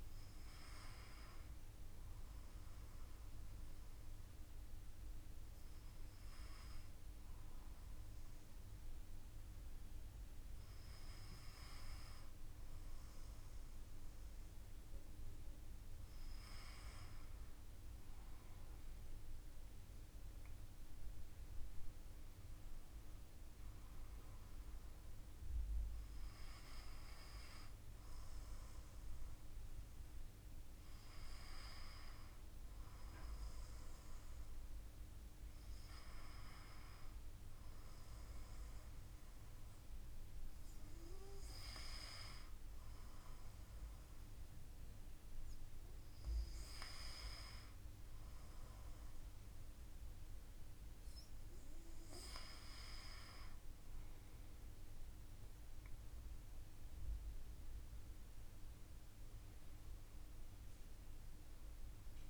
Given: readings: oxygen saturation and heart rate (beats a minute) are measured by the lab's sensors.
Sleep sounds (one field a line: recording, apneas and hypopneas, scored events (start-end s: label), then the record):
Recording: breathing in sleep by a room microphone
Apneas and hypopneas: 1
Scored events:
2.50-15.50 s: hypopnea (oxygen 96% before, 95% lowest, heart rate 55 before, 52 extreme, up 4 after)
16.00-20.00 s: arousal
55.00-59.00 s: arousal
From the record:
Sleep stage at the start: N2 (light sleep)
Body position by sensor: on the back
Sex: male